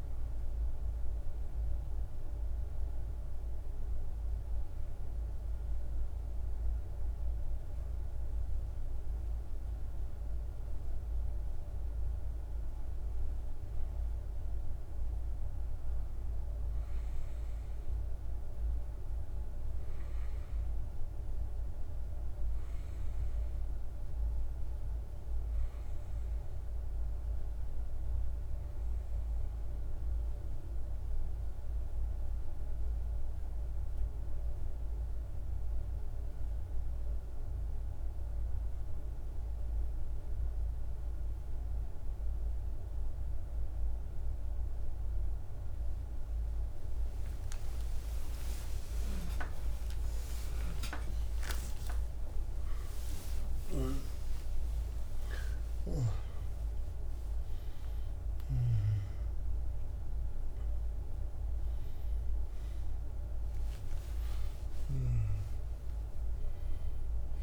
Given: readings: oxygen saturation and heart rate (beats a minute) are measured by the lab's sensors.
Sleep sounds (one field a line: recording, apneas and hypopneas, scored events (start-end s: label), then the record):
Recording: breathing in sleep, hard to hear, by a room microphone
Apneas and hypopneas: 1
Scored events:
0.00-31.50 s: oxygen desaturation (device-marked, oxygen 91% lowest, heart rate 53 extreme)
25.00-47.00 s: obstructive apnea (oxygen 97% before, 91% lowest, heart rate 55 before, 54 extreme, up 57 after)
48.50-54.00 s: arousal
63.00-67.43 s: arousal
From the record:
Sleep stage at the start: N1 (lightest sleep)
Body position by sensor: on the back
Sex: male